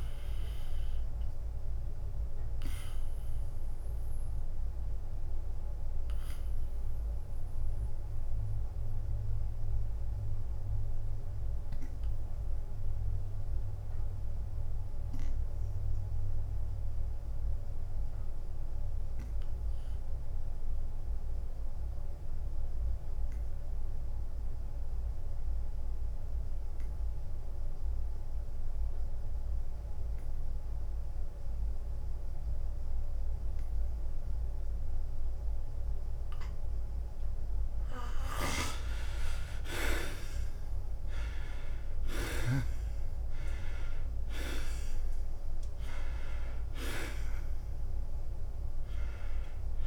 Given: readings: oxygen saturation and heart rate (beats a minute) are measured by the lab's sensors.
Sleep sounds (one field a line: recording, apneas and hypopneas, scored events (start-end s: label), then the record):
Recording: breathing in sleep by a room microphone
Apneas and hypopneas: 1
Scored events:
0.00-6.00 s: drop in pulse transit time (device-marked, heart rate 88 extreme)
2.00-38.00 s: obstructive apnea (oxygen 97% before, 71% lowest, heart rate 89 before, 82 extreme, up 11 after)
16.00-32.00 s: oxygen desaturation (device-marked, oxygen 92% before, 71% lowest, heart rate 91 before, 82 extreme)
39.00-49.87 s: drop in pulse transit time (device-marked, heart rate 85 before, 86 extreme)
40.00-45.00 s: arousal
From the record:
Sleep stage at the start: REM sleep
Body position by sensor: on the back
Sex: male